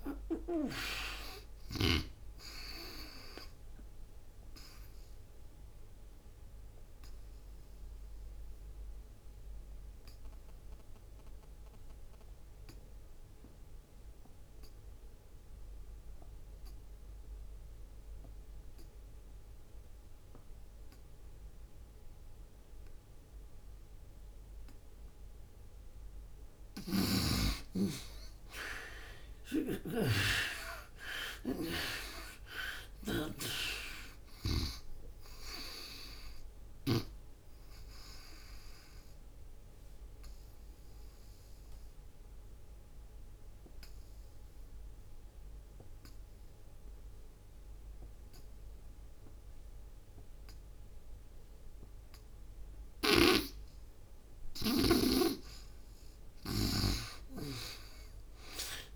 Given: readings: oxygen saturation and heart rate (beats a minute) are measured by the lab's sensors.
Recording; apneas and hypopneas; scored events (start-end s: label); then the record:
breathing in sleep by a room microphone; 2
0.00-15.50 s: oxygen desaturation (device-marked, oxygen 78% lowest, heart rate 62 extreme)
4.00-25.00 s: obstructive apnea (oxygen 98% before, 76% lowest, heart rate 73 before, 62 extreme, up 25 after)
17.50-50.50 s: oxygen desaturation (device-marked, oxygen 98% before, 76% lowest, heart rate 79 before, 62 extreme)
26.00-36.50 s: snoring (device-marked)
27.00-32.50 s: arousal
37.00-52.50 s: obstructive apnea (oxygen 98% before, 76% lowest, heart rate 72 before, 63 extreme, up 14 after)
54.00-58.96 s: snoring (device-marked)
57.00-58.96 s: arousal
From the record:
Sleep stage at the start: N2 (light sleep); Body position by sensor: on the back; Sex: female